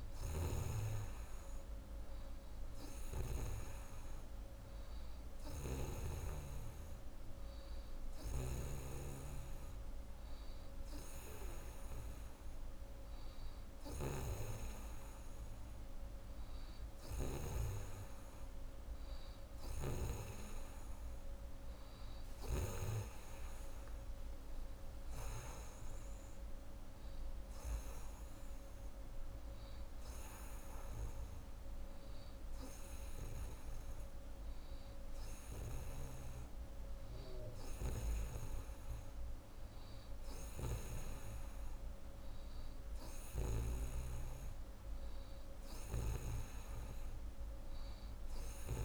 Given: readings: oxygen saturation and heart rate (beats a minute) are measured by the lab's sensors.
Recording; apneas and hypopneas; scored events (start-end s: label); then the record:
breathing in sleep by a room microphone; none
8.00-14.00 s: snoring (device-marked)
45.50-48.85 s: snoring (device-marked)
From the record:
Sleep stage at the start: N3 (deep sleep); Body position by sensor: on the right side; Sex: female